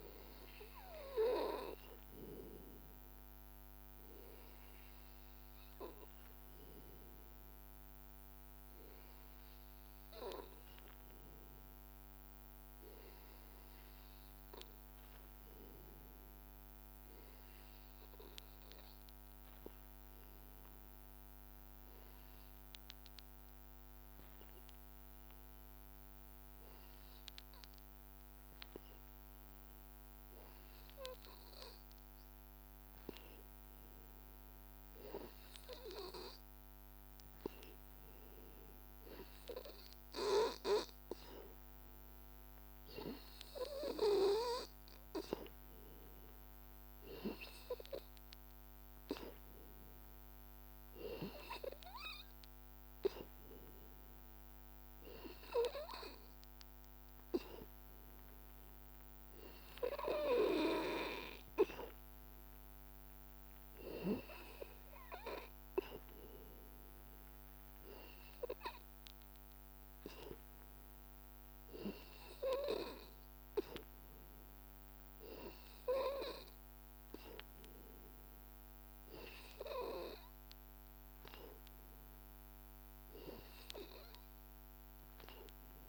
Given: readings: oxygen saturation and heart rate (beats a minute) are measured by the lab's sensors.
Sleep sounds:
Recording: breathing in sleep by a microphone on the trachea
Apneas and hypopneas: none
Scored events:
none scored
From the record:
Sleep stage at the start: N2 (light sleep)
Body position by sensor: on the back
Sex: male

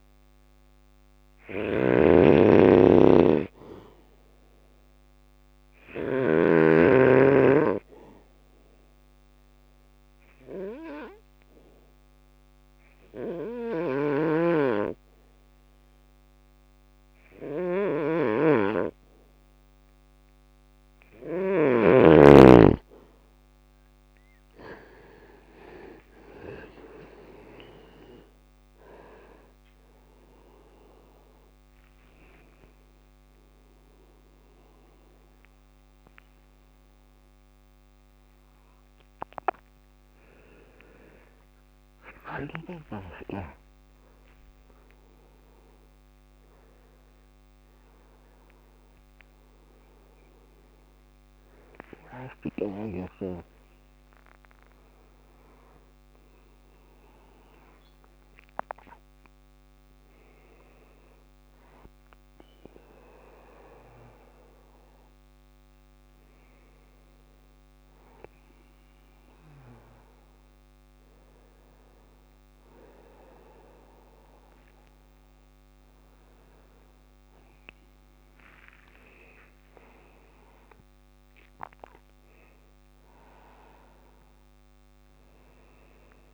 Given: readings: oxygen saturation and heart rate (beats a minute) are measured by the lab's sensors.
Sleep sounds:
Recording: a person awake in a sleep study, by a microphone on the trachea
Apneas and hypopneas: 1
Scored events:
0.00-5.00 s: snoring (device-marked)
0.50-20.50 s: bradycardia (device-marked, heart rate 60 before, 58 extreme)
7.00-19.00 s: obstructive apnea (oxygen 98% before, 93% lowest, heart rate 59 before, 58 extreme, up 6 after)
12.50-20.50 s: snoring (device-marked)
24.50-36.50 s: drop in pulse transit time (device-marked, heart rate 59 before, 61 extreme)
29.50-86.34 s: new sleep stage, awake
30.50-37.50 s: oxygen desaturation (device-marked, oxygen 96% before, 93% lowest, heart rate 60 before, 64 extreme)
35.50-37.50 s: long interval between heartbeats (device-marked, heart rate 62 before, 68 extreme)
70.50-76.50 s: bradycardia (device-marked, heart rate 60 before, 59 extreme)
79.50-86.34 s: drop in pulse transit time (device-marked, heart rate 62 before, 60 extreme)
From the record:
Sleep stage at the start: N2 (light sleep)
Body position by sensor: on the back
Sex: male

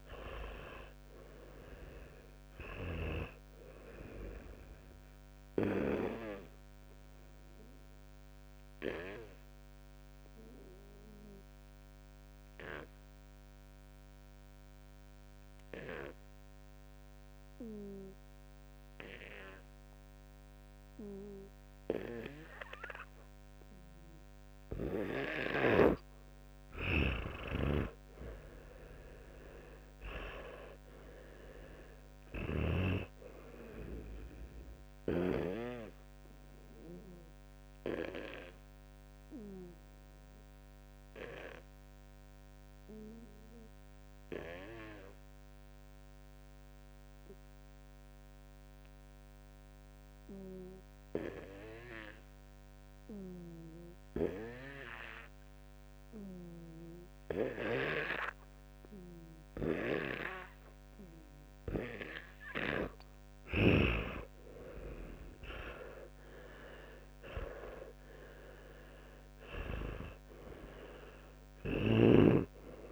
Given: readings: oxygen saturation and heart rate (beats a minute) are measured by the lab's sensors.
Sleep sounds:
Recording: breathing in sleep by a microphone on the trachea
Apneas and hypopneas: 2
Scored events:
0.00-2.50 s: arousal
6.50-26.00 s: obstructive apnea (oxygen 94% before, 86% lowest, heart rate 75 before, 47 extreme, up 37 after)
24.00-30.00 s: oxygen desaturation (device-marked, oxygen 97% before, 94% lowest, heart rate 59 before, 47 extreme)
26.50-33.00 s: snoring (device-marked)
29.50-32.50 s: arousal
35.00-44.00 s: oxygen desaturation (device-marked, oxygen 99% before, 95% lowest, heart rate 66 before, 47 extreme)
36.50-62.00 s: obstructive apnea (oxygen 99% before, 86% lowest, heart rate 67 before, 47 extreme, up 46 after)
63.50-70.00 s: snoring (device-marked)
64.50-67.50 s: arousal
From the record:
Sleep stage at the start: N2 (light sleep)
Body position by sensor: on the back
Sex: male

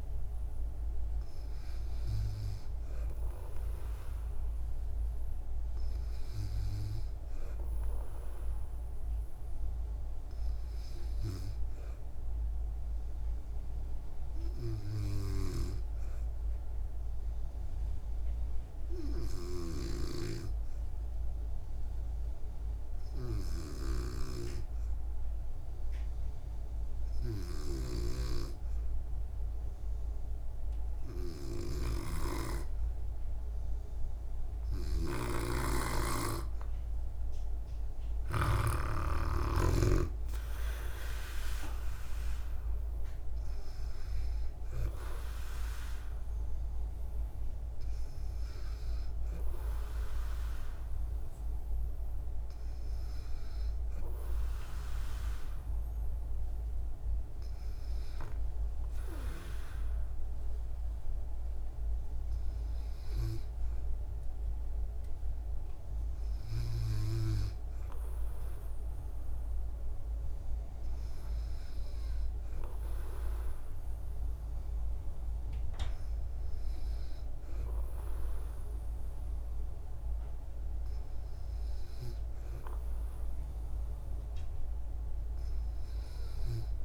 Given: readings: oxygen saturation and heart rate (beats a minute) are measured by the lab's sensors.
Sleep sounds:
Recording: breathing in sleep by a room microphone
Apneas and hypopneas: 1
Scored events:
17.50-36.00 s: hypopnea (oxygen 96% before, 91% lowest, heart rate 64 before, 60 extreme, up 5 after)
32.00-38.50 s: snoring (device-marked)
36.50-64.50 s: oxygen desaturation (device-marked, oxygen 95% before, 91% lowest, heart rate 63 before, 60 extreme)
39.00-42.50 s: arousal
From the record:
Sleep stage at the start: N2 (light sleep)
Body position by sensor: on the back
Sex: female

